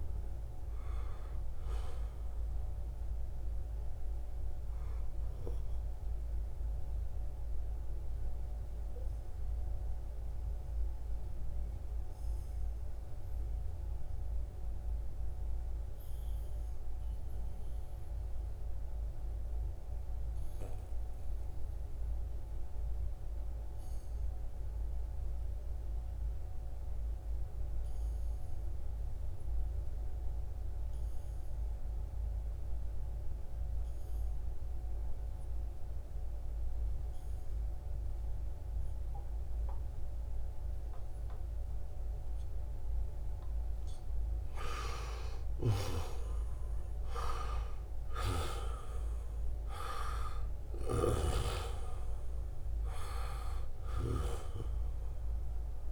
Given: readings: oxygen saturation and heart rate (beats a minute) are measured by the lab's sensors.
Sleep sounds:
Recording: breathing in sleep by a room microphone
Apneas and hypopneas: 1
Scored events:
0.00-13.50 s: oxygen desaturation (device-marked, oxygen 90% lowest, heart rate 62 extreme)
5.50-44.50 s: mixed apnea (oxygen 96% before, 87% lowest, heart rate 75 before, 60 extreme, up 18 after)
33.50-55.92 s: oxygen desaturation (device-marked, oxygen 97% before, 87% lowest, heart rate 67 before, 60 extreme)
43.00-45.00 s: long interval between heartbeats (device-marked, heart rate 64 before, 62 extreme)
45.50-50.00 s: arousal
From the record:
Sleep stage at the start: N2 (light sleep)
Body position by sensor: on the back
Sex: male

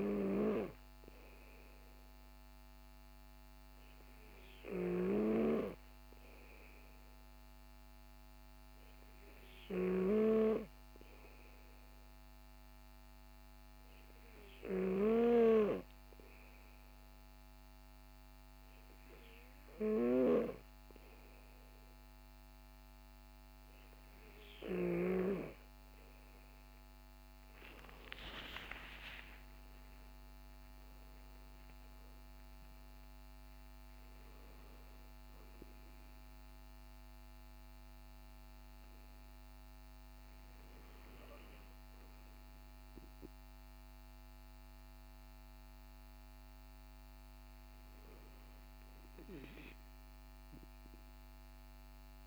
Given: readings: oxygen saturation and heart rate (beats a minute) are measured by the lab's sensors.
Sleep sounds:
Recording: breathing in sleep by a microphone on the trachea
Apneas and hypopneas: none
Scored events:
27.50-31.50 s: arousal
From the record:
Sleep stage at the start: N2 (light sleep)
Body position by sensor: on the back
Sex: male

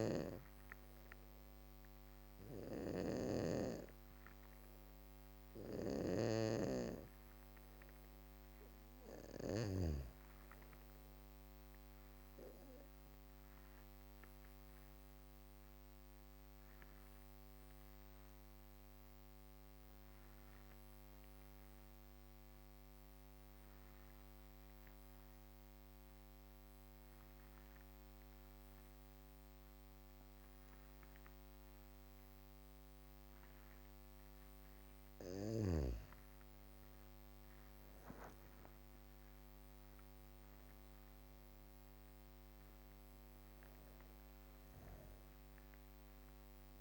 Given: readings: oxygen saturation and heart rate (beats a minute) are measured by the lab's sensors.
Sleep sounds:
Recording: breathing in sleep by a microphone on the trachea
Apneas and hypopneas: 1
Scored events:
11.50-34.00 s: obstructive apnea (oxygen 97% before, 88% lowest, heart rate 61 before, 58 extreme, up 15 after)
31.00-46.81 s: oxygen desaturation (device-marked, oxygen 96% before, 88% lowest, heart rate 66 before, 54 extreme)
35.50-38.50 s: arousal
37.00-46.81 s: drop in pulse transit time (device-marked, heart rate 69 before, 75 extreme)
From the record:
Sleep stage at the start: N2 (light sleep)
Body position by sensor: on the back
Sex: female

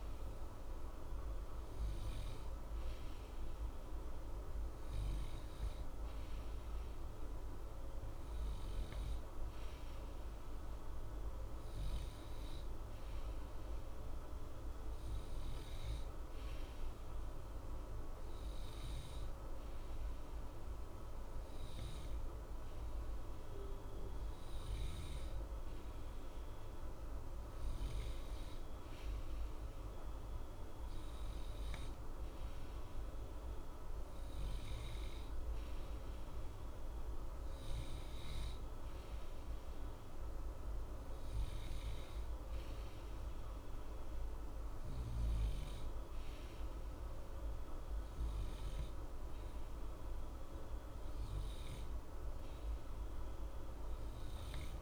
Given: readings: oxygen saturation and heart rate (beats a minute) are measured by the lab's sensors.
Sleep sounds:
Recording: breathing in sleep, hard to hear, by a room microphone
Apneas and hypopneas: none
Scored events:
none scored
From the record:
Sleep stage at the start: N2 (light sleep)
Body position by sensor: on the right side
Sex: male

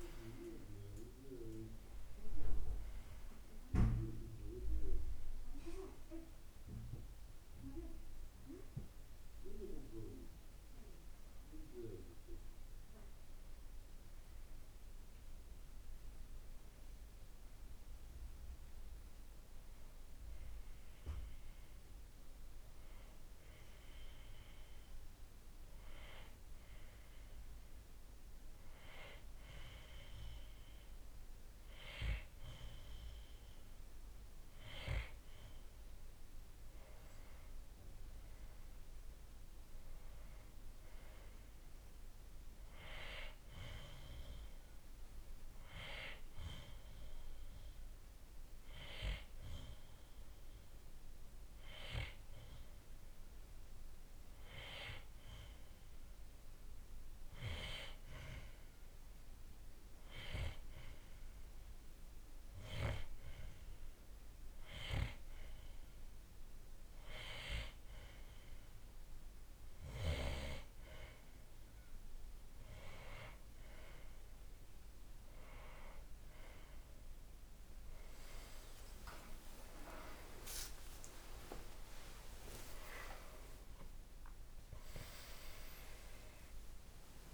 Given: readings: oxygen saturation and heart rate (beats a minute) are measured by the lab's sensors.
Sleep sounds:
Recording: breathing in sleep by a room microphone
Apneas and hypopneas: 2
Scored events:
0.00-3.00 s: arousal
2.50-17.50 s: oxygen desaturation (device-marked, oxygen 93% before, 89% lowest, heart rate 62 before, 57 extreme)
21.00-35.50 s: hypopnea (oxygen 97% before, 92% lowest, heart rate 70 before, 54 extreme, up 9 after)
38.50-42.50 s: arousal
49.50-67.00 s: hypopnea (oxygen 97% before, 92% lowest, heart rate 59 before, 55 extreme, up 8 after)
79.00-84.00 s: arousal
From the record:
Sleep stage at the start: N2 (light sleep)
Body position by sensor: on the right side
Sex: male

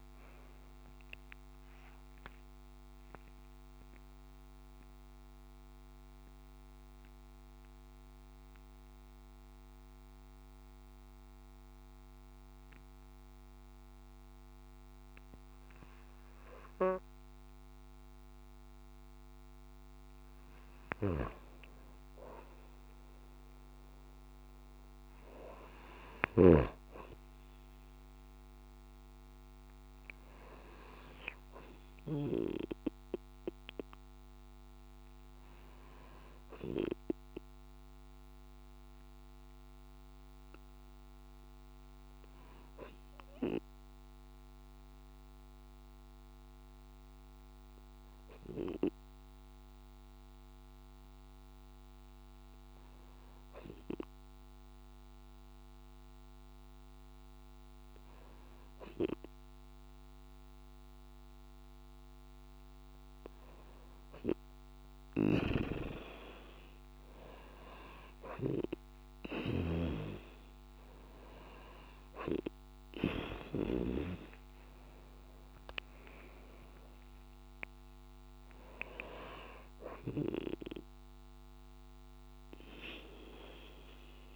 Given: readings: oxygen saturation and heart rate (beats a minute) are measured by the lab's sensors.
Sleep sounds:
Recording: breathing in sleep by a microphone on the trachea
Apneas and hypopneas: 2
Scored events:
0.00-1.50 s: long interval between heartbeats (device-marked)
2.00-20.00 s: mixed apnea (oxygen 95% before, 93% lowest)
23.00-27.50 s: arousal
35.50-60.50 s: hypopnea (oxygen 97% before, 93% lowest)
64.50-69.50 s: snoring (device-marked)
65.00-69.50 s: arousal
68.00-70.00 s: long interval between heartbeats (device-marked)
From the record:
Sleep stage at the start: N2 (light sleep)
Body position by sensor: on the right side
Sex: female

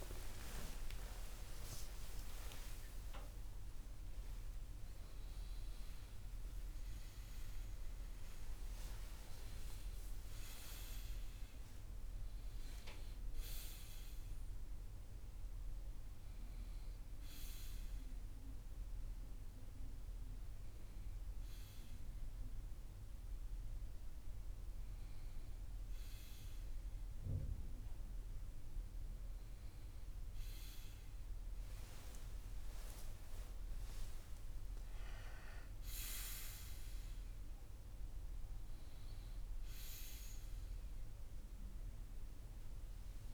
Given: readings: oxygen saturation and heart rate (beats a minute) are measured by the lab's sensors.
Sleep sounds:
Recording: a person awake in a sleep study, by a room microphone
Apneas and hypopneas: none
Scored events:
none scored
From the record:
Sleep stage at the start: awake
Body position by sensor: on the right side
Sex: male

